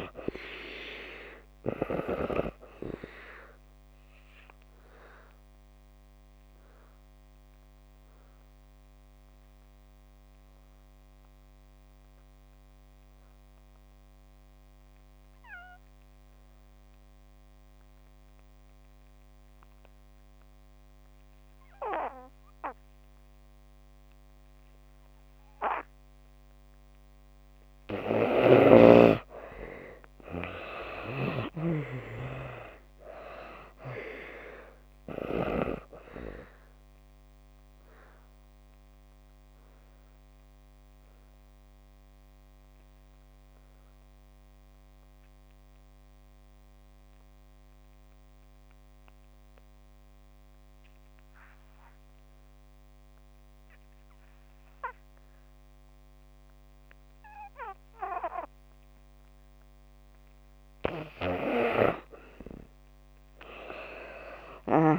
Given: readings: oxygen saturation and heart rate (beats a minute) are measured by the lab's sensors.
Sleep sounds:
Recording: breathing in sleep by a microphone on the trachea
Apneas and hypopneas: 2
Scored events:
0.00-25.50 s: oxygen desaturation (device-marked, oxygen 74% lowest)
4.00-26.00 s: obstructive apnea (oxygen 95% before, 71% lowest)
30.50-34.50 s: arousal
37.50-58.50 s: oxygen desaturation (device-marked, oxygen 94% before, 71% lowest)
37.50-60.50 s: obstructive apnea (oxygen 95% before, 71% lowest)
63.00-64.99 s: arousal
From the record:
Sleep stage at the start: N2 (light sleep)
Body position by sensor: on the back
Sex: female

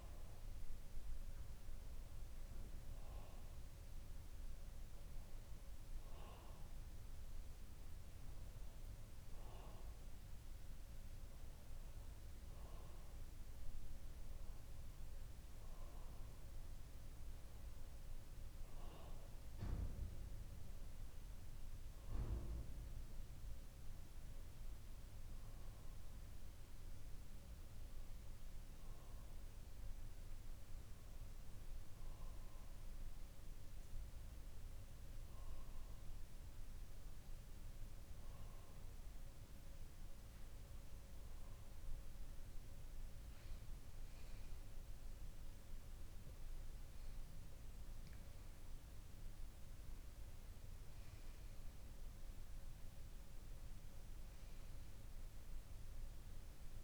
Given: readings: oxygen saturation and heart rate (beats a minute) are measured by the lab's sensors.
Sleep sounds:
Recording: breathing in sleep, hard to hear, by a room microphone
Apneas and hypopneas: none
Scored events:
none scored
From the record:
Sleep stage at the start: N2 (light sleep)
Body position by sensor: on the back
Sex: male

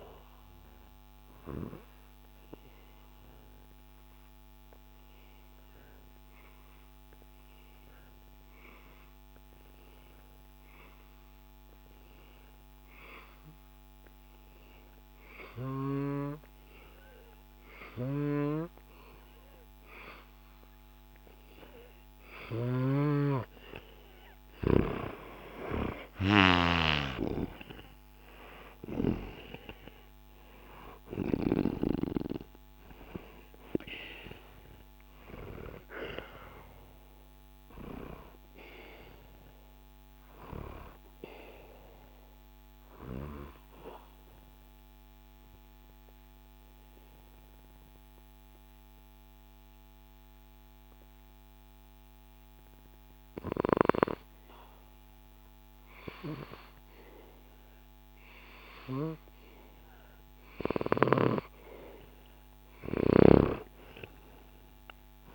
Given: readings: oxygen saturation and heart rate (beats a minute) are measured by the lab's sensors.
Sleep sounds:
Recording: breathing in sleep by a microphone on the trachea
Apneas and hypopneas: 2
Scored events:
0.00-10.50 s: oxygen desaturation (device-marked, oxygen 90% lowest, heart rate 64 extreme)
2.50-24.00 s: obstructive apnea (oxygen 98% before, 89% lowest, heart rate 65 before, 64 extreme, up 5 after)
22.00-29.00 s: snoring (device-marked)
22.50-44.50 s: oxygen desaturation (device-marked, oxygen 96% before, 89% lowest, heart rate 66 before, 63 extreme)
25.50-31.00 s: arousal
39.00-61.00 s: obstructive apnea (oxygen 96% before, 89% lowest, heart rate 67 before, 63 extreme, up 0 after)
60.50-65.35 s: snoring (device-marked)
64.00-65.35 s: arousal
From the record:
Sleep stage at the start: N2 (light sleep)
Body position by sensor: on the back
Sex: male

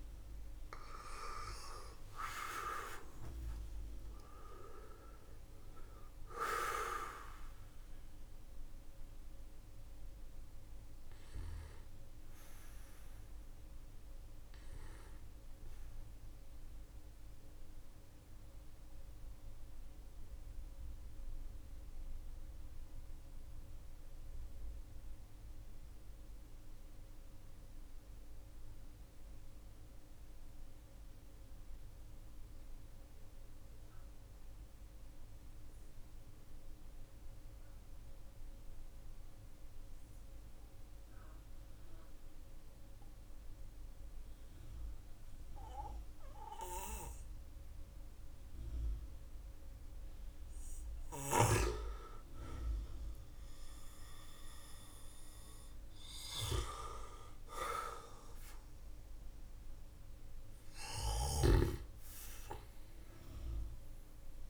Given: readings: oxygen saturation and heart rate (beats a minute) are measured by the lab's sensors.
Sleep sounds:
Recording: breathing in sleep by a room microphone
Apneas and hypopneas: 1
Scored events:
0.00-2.50 s: arousal
17.00-51.50 s: mixed apnea (oxygen 97% before, 92% lowest, heart rate 64 before, 44 extreme, up 13 after)
54.00-59.50 s: arousal
55.00-64.50 s: oxygen desaturation (device-marked, oxygen 99% before, 93% lowest, heart rate 51 before, 46 extreme)
60.00-64.50 s: snoring (device-marked)
From the record:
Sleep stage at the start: N2 (light sleep)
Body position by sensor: on the back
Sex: male

